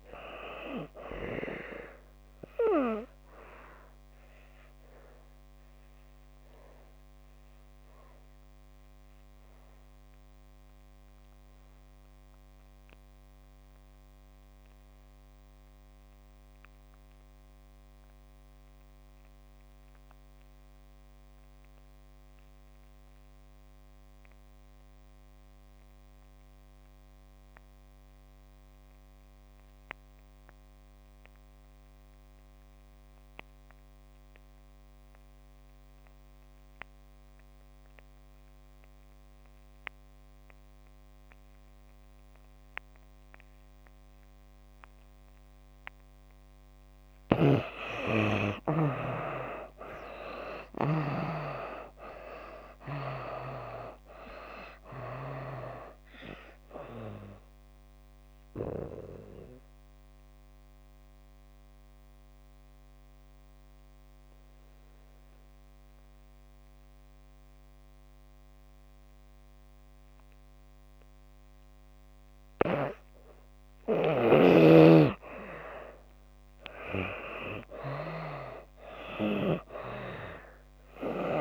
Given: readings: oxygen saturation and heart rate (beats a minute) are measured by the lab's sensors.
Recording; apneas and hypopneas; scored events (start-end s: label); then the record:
breathing in sleep by a microphone on the trachea; 2
1.50-21.50 s: oxygen desaturation (device-marked, oxygen 95% before, 75% lowest)
2.00-45.50 s: obstructive apnea (oxygen 95% before, 57% lowest)
23.50-79.50 s: oxygen desaturation (device-marked, oxygen 94% before, 57% lowest)
47.50-51.50 s: arousal
56.50-73.00 s: obstructive apnea (oxygen 89% before, 57% lowest)
75.00-78.50 s: arousal
From the record:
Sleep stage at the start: N2 (light sleep); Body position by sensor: on the back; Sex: female